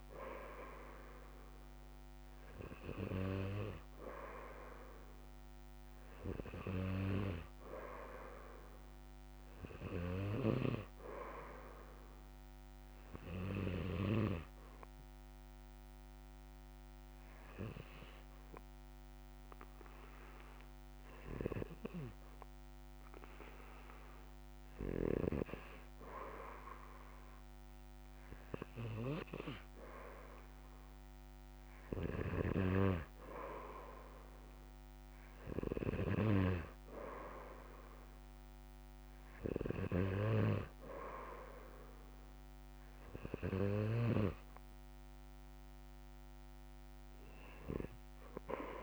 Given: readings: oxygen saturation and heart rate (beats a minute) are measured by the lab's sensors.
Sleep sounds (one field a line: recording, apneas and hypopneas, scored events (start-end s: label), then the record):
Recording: breathing in sleep by a microphone on the trachea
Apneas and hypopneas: 1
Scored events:
13.00-25.00 s: hypopnea (oxygen 97% before, 95% lowest, heart rate 64 before, 61 extreme, up 4 after)
27.50-31.00 s: arousal
From the record:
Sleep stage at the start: N2 (light sleep)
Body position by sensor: on the back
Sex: male